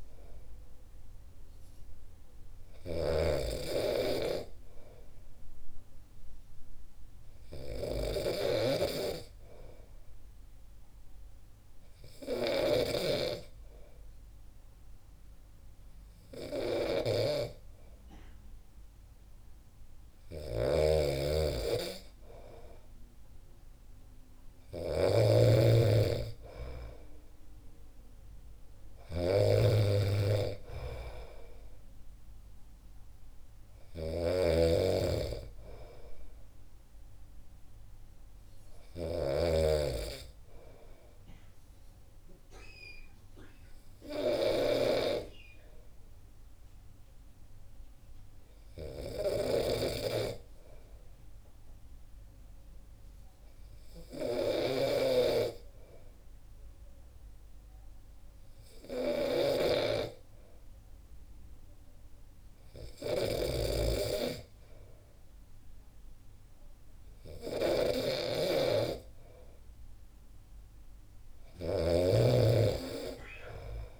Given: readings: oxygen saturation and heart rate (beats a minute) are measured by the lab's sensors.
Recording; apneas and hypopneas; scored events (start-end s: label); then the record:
breathing in sleep by a room microphone; 1
0.00-39.50 s: snoring (device-marked)
32.50-46.50 s: oxygen desaturation (device-marked, oxygen 94% before, 91% lowest, heart rate 66 before, 63 extreme)
43.50-62.50 s: hypopnea (oxygen 94% before, 93% lowest, heart rate 65 before, 63 extreme, up 4 after)
49.50-74.00 s: snoring (device-marked)
65.00-68.50 s: arousal
From the record:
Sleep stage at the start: N2 (light sleep); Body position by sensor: on the back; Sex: male